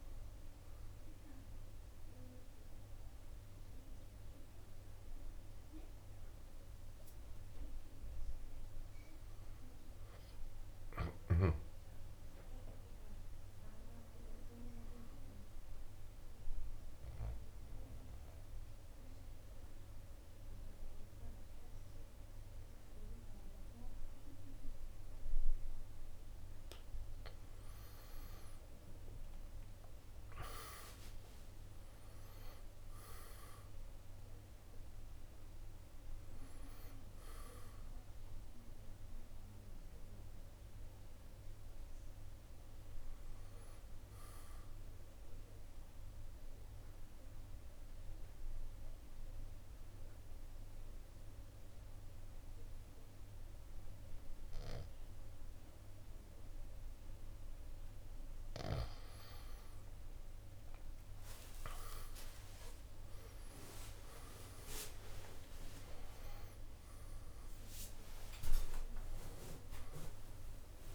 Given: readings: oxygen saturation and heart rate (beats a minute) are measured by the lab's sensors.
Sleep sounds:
breathing in sleep by a room microphone; 2
5.50-12.50 s: oxygen desaturation (device-marked, oxygen 96% before, 91% lowest, heart rate 68 before, 67 extreme)
15.50-28.00 s: obstructive apnea (oxygen 96% before, 87% lowest, heart rate 71 before, 67 extreme, up 10 after)
29.50-59.50 s: new sleep stage, N1 (lightest sleep)
30.00-35.50 s: arousal
30.50-42.50 s: drop in pulse transit time (device-marked, heart rate 70 before, 73 extreme)
34.50-50.50 s: oxygen desaturation (device-marked, oxygen 94% before, 87% lowest, heart rate 70 before, 69 extreme)
46.00-59.50 s: mixed apnea (oxygen 96% before, 87% lowest, heart rate 74 before, 69 extreme, up 10 after)
59.50-70.95 s: new sleep stage, awake
63.50-70.95 s: drop in pulse transit time (device-marked, heart rate 74 before, 73 extreme)
65.50-70.95 s: oxygen desaturation (device-marked, oxygen 97% before, 89% lowest, heart rate 74 before, 70 extreme)
From the record:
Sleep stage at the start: N2 (light sleep); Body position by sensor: on the back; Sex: male

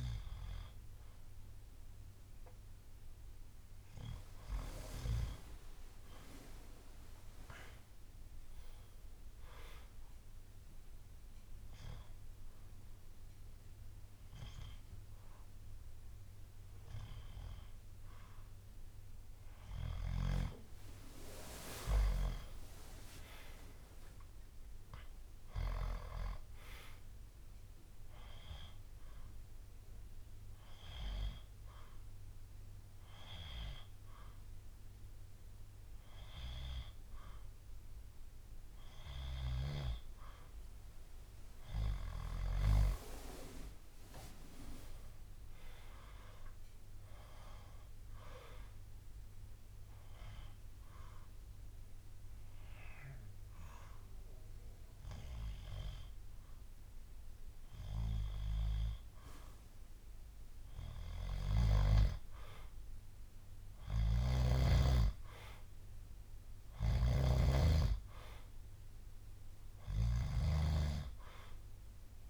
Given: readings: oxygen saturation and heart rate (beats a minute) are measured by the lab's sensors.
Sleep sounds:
breathing in sleep by a room microphone; 3
5.00-8.50 s: arousal
5.50-15.50 s: drop in pulse transit time (device-marked, heart rate 66 before, 65 extreme)
10.50-21.00 s: hypopnea (oxygen 96% before, 93% lowest, heart rate 68 before, 58 extreme, up 9 after)
23.50-26.50 s: arousal
29.50-37.50 s: bradycardia (device-marked, heart rate 65 before, 58 extreme)
29.50-40.50 s: hypopnea (oxygen 96% before, 93% lowest, heart rate 71 before, 58 extreme, up 18 after)
43.00-46.50 s: arousal
44.50-55.50 s: drop in pulse transit time (device-marked, heart rate 64 before, 66 extreme)
50.00-60.50 s: hypopnea (oxygen 96% before, 93% lowest, heart rate 63 before, 62 extreme, up 4 after)
51.50-53.50 s: long interval between heartbeats (device-marked, heart rate 64 before, 69 extreme)
64.00-67.50 s: arousal
66.50-70.50 s: snoring (device-marked)
From the record:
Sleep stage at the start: N2 (light sleep); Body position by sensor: on the back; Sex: male

